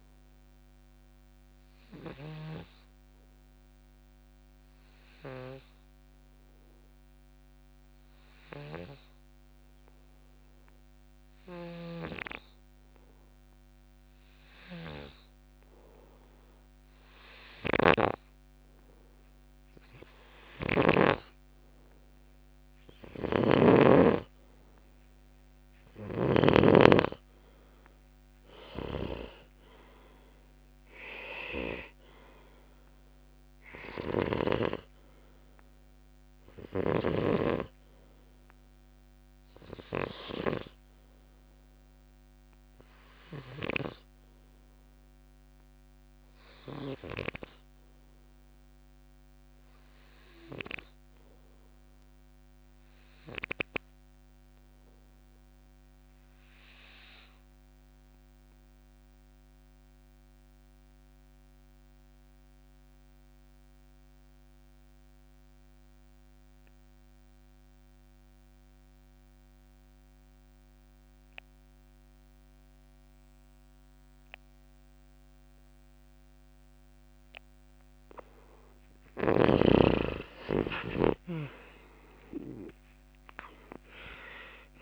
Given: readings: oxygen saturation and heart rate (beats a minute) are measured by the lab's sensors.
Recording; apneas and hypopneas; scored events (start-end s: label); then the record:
breathing in sleep by a microphone on the trachea; 2
3.00-14.00 s: oxygen desaturation (device-marked, oxygen 93% before, 89% lowest, heart rate 66 before, 59 extreme)
3.00-19.50 s: obstructive apnea (oxygen 95% before, 89% lowest, heart rate 66 before, 59 extreme, up 1 after)
17.50-24.00 s: snoring (device-marked)
22.00-27.50 s: arousal
34.00-37.50 s: snoring (device-marked)
34.00-58.00 s: oxygen desaturation (device-marked, oxygen 94% before, 90% lowest, heart rate 62 before, 56 extreme)
52.00-84.82 s: new sleep stage, REM sleep
54.00-78.00 s: obstructive apnea (oxygen 94% before, 87% lowest, heart rate 62 before, 56 extreme, up 7 after)
80.00-84.00 s: arousal
83.00-84.82 s: oxygen desaturation (device-marked, oxygen 93% before, 90% lowest, heart rate 58 before, 63 extreme)
From the record:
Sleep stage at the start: N2 (light sleep); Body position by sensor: on the back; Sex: male